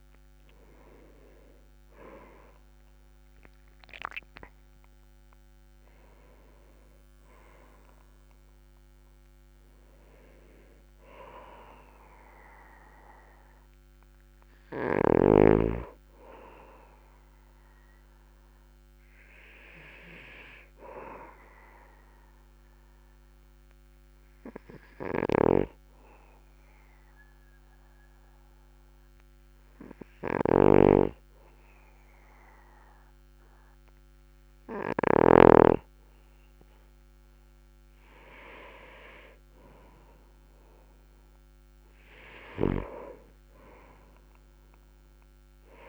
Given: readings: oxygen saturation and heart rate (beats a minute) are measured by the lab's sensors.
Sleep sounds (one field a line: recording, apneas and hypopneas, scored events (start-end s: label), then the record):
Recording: breathing in sleep by a microphone on the trachea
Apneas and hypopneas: 1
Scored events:
19.00-36.00 s: hypopnea (oxygen 98% before, 95% lowest, heart rate 53 before, 43 extreme, up 13 after)
38.50-42.00 s: arousal
From the record:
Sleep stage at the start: N2 (light sleep)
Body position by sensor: on the back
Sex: male